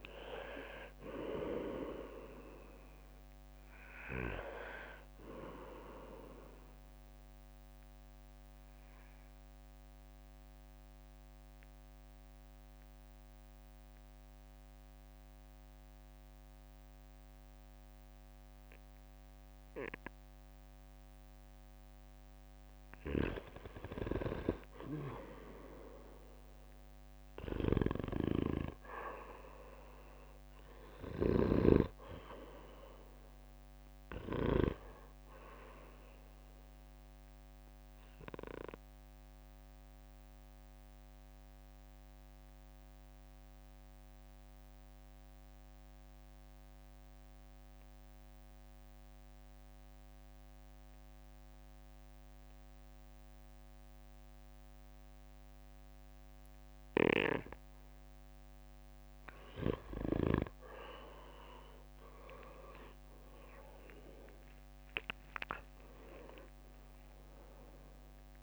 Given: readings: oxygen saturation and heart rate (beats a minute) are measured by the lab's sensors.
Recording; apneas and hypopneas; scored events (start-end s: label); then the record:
breathing in sleep by a microphone on the trachea; 2
0.00-7.00 s: drop in pulse transit time (device-marked, heart rate 56 extreme)
0.00-22.00 s: oxygen desaturation (device-marked, oxygen 88% lowest, heart rate 49 extreme)
6.50-23.00 s: mixed apnea (oxygen 97% before, 86% lowest, heart rate 66 before, 50 extreme, up 15 after)
25.50-28.50 s: arousal
33.00-48.00 s: oxygen desaturation (device-marked, oxygen 98% before, 92% lowest, heart rate 59 before, 57 extreme)
38.50-57.50 s: mixed apnea (oxygen 98% before, 86% lowest, heart rate 62 before, 53 extreme, up 13 after)
60.00-68.43 s: oxygen desaturation (device-marked, oxygen 98% before, 86% lowest, heart rate 60 before, 53 extreme)
62.00-67.00 s: arousal
64.00-68.43 s: drop in pulse transit time (device-marked, heart rate 61 before, 63 extreme)
From the record:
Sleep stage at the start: N2 (light sleep); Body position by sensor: on the back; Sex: male